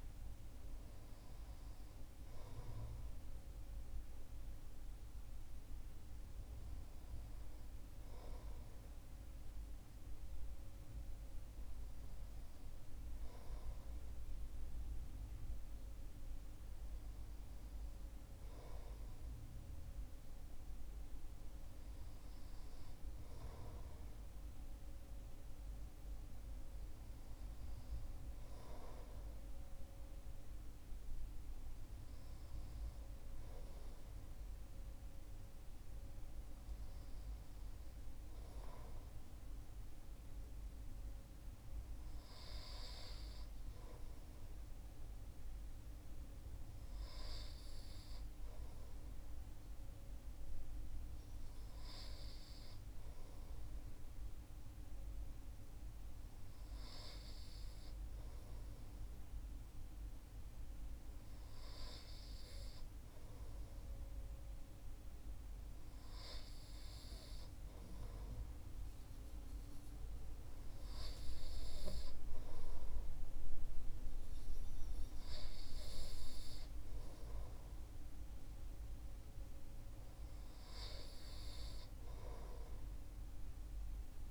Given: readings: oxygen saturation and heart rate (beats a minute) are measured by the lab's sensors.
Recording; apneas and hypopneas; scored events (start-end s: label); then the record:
breathing in sleep, hard to hear, by a room microphone; none
none scored
From the record:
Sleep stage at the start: N2 (light sleep); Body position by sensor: on the right side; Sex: male